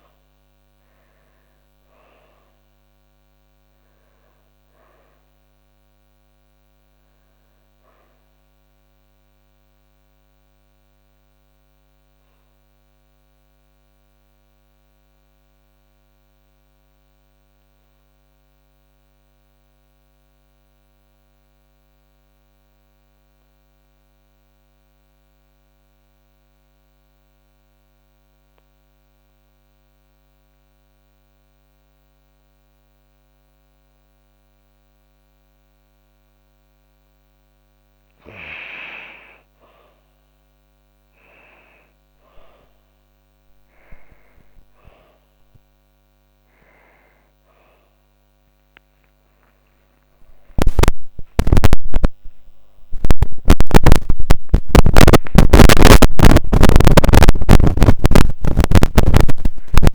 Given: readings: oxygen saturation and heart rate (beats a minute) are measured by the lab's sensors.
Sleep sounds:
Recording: breathing in sleep by a microphone on the trachea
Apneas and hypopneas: 1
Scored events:
0.00-19.00 s: oxygen desaturation (device-marked, oxygen 84% lowest)
8.50-36.00 s: obstructive apnea (oxygen 99% before, 84% lowest)
38.00-59.95 s: oxygen desaturation (device-marked, oxygen 98% before, 87% lowest)
51.00-59.95 s: new sleep stage, awake
From the record:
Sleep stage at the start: N2 (light sleep)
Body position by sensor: on the back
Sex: female

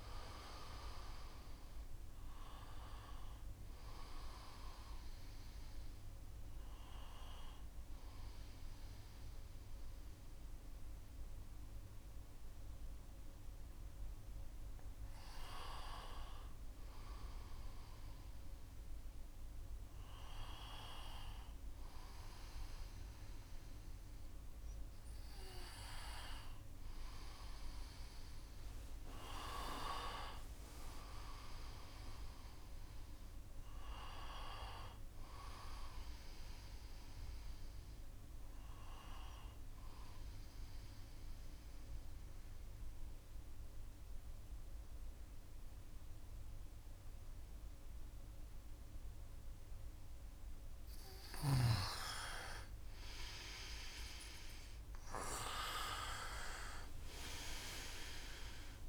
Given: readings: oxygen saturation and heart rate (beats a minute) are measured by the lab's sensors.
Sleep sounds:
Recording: breathing in sleep by a room microphone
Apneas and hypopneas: 1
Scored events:
0.00-15.50 s: oxygen desaturation (device-marked, oxygen 90% lowest, heart rate 65 extreme)
19.50-23.00 s: arousal
25.50-31.50 s: oxygen desaturation (device-marked, oxygen 97% before, 92% lowest, heart rate 67 before, 65 extreme)
34.50-37.50 s: arousal
39.50-50.50 s: central apnea (oxygen 97% before, 88% lowest, heart rate 69 before, 63 extreme, up 5 after)
56.50-58.89 s: oxygen desaturation (device-marked, oxygen 96% before, 88% lowest, heart rate 68 before, 63 extreme)
From the record:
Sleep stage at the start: N2 (light sleep)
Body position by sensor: on the right side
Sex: male

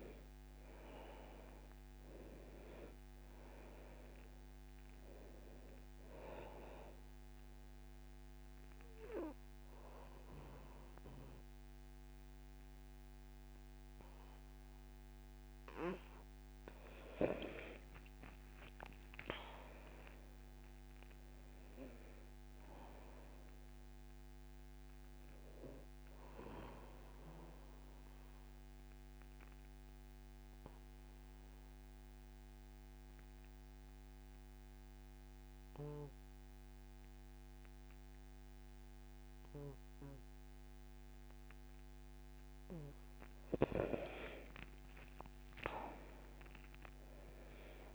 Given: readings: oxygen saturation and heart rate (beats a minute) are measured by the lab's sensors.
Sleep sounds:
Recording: breathing in sleep by a microphone on the trachea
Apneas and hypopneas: 2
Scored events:
0.00-1.50 s: arousal
0.00-21.00 s: oxygen desaturation (device-marked, oxygen 87% lowest, heart rate 66 extreme)
6.50-16.50 s: obstructive apnea (oxygen 100% before, 87% lowest, heart rate 73 before, 66 extreme, up 11 after)
18.00-21.50 s: arousal
25.50-43.50 s: obstructive apnea (oxygen 100% before, 88% lowest, heart rate 74 before, 66 extreme, up 13 after)
44.50-47.50 s: arousal
46.00-47.95 s: oxygen desaturation (device-marked, oxygen 99% before, 88% lowest, heart rate 68 before, 65 extreme)
From the record:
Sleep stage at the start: N2 (light sleep)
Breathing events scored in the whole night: 268 in 4.1 hours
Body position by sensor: on the back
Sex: male

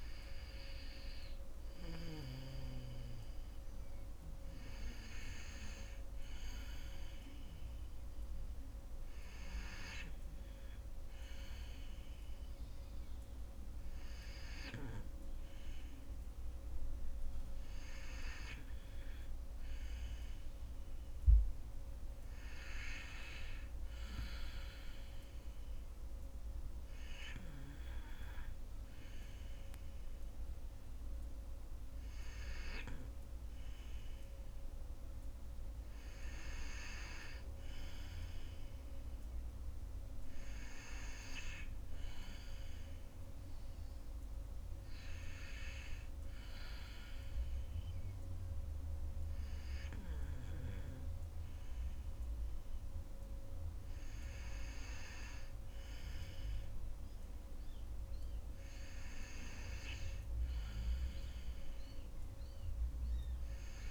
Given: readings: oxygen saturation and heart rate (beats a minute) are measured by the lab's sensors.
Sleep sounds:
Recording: breathing in sleep by a room microphone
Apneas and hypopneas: 1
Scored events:
0.00-10.50 s: oxygen desaturation (device-marked, oxygen 90% lowest, heart rate 64 extreme)
25.00-37.00 s: hypopnea (oxygen 94% before, 90% lowest, heart rate 66 before, 64 extreme, up 3 after)
38.50-41.00 s: arousal
43.50-50.50 s: oxygen desaturation (device-marked, oxygen 94% before, 91% lowest, heart rate 67 before, 64 extreme)
46.50-49.00 s: arousal
From the record:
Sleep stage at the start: N2 (light sleep)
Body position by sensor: on the back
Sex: female

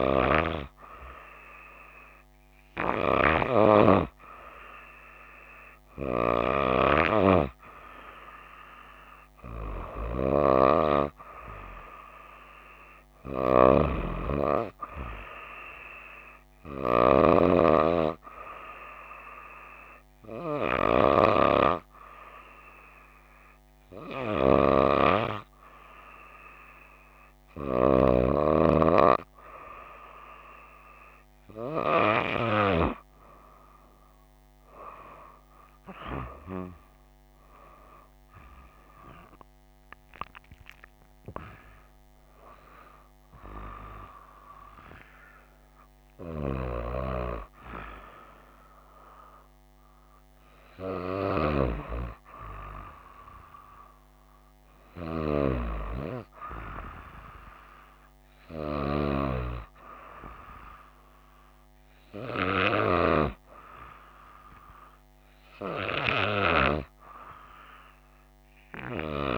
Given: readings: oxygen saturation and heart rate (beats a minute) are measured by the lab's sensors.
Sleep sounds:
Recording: breathing in sleep by a microphone on the trachea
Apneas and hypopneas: none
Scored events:
37.50-42.00 s: arousal
From the record:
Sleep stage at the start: N2 (light sleep)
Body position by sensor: on the right side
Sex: female

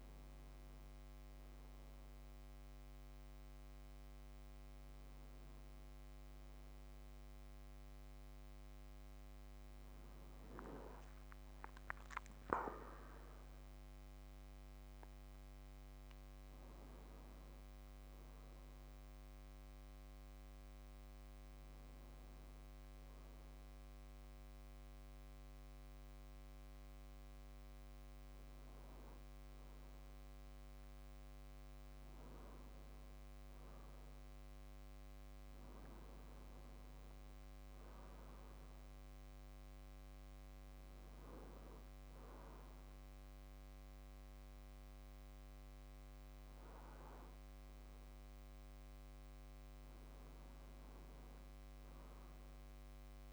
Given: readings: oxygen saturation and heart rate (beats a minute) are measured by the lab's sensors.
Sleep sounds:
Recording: breathing in sleep, hard to hear, by a microphone on the trachea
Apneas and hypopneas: none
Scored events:
10.50-15.50 s: arousal
From the record:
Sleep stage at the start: N2 (light sleep)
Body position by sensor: on the back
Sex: male

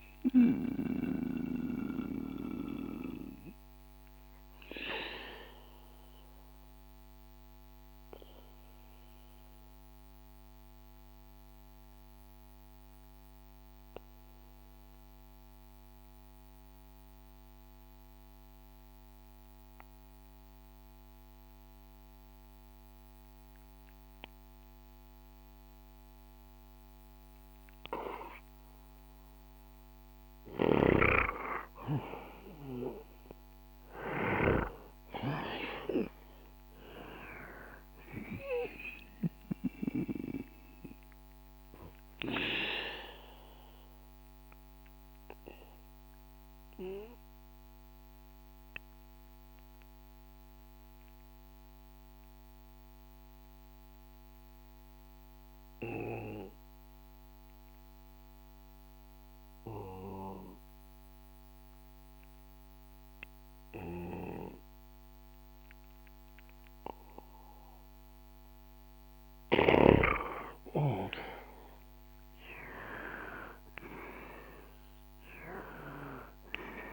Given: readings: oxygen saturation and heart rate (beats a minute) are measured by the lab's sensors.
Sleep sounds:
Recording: breathing in sleep by a microphone on the trachea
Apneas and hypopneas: 2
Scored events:
0.00-19.00 s: oxygen desaturation (device-marked, oxygen 91% lowest, heart rate 61 extreme)
1.50-31.50 s: obstructive apnea (oxygen 98% before, 91% lowest, heart rate 67 before, 61 extreme, up 5 after)
30.00-34.00 s: snoring (device-marked)
34.00-37.00 s: arousal
34.00-59.00 s: oxygen desaturation (device-marked, oxygen 97% before, 92% lowest, heart rate 64 before, 61 extreme)
41.00-69.00 s: mixed apnea (oxygen 98% before, 92% lowest, heart rate 66 before, 61 extreme, up 10 after)
71.00-75.00 s: arousal
72.00-76.93 s: oxygen desaturation (device-marked, oxygen 98% before, 92% lowest, heart rate 64 before, 61 extreme)
From the record:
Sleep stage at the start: N2 (light sleep)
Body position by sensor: on the back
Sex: male

